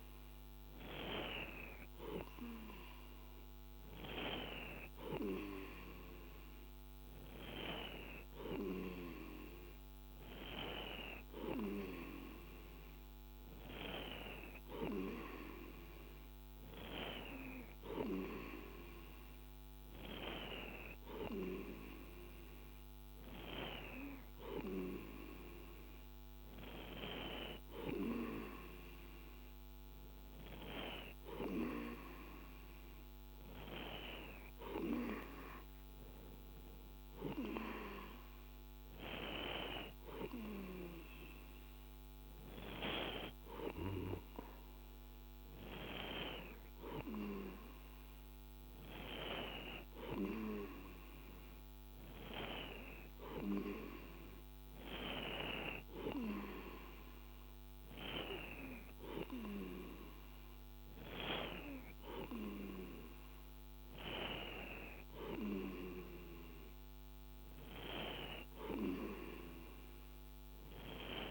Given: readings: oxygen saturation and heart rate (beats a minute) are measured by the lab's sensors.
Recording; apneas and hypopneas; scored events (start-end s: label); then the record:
breathing in sleep by a microphone on the trachea; none
none scored
From the record:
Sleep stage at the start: N2 (light sleep); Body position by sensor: on the right side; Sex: male